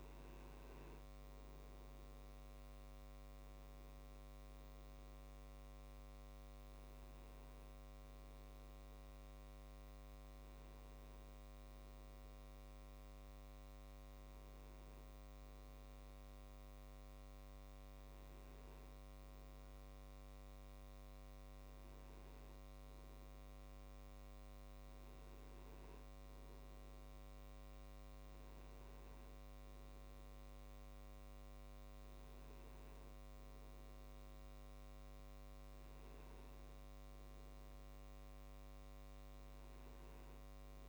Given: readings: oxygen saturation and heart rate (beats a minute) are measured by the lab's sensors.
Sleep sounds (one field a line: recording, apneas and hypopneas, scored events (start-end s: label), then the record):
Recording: breathing in sleep, hard to hear, by a microphone on the trachea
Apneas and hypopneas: none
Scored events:
31.00-40.89 s: new sleep stage, N1 (lightest sleep)
From the record:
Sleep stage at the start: N2 (light sleep)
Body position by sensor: on the back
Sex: male